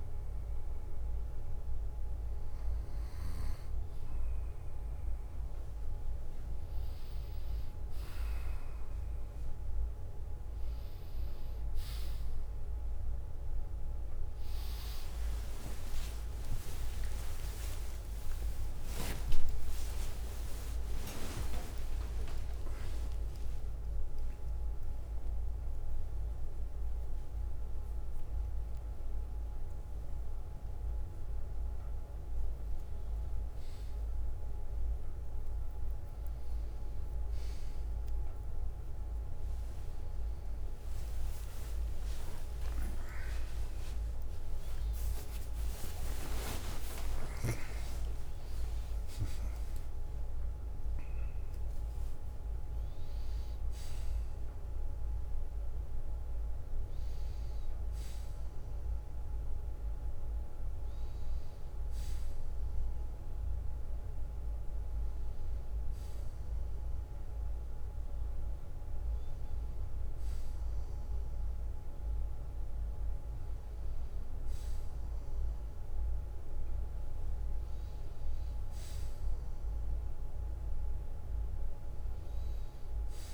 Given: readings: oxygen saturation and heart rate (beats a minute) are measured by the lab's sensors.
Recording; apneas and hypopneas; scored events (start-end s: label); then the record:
a person awake in a sleep study, hard to hear, by a room microphone; none
13.00-23.00 s: tachycardia (device-marked, heart rate 71 before, 161 extreme)
20.00-83.34 s: new sleep stage, awake
24.00-40.00 s: oxygen desaturation (device-marked, oxygen 95% before, 91% lowest, heart rate 100 before, 65 extreme)
40.00-53.00 s: tachycardia (device-marked, heart rate 73 before, 154 extreme)
From the record:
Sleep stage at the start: N1 (lightest sleep); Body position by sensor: on the right side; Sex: male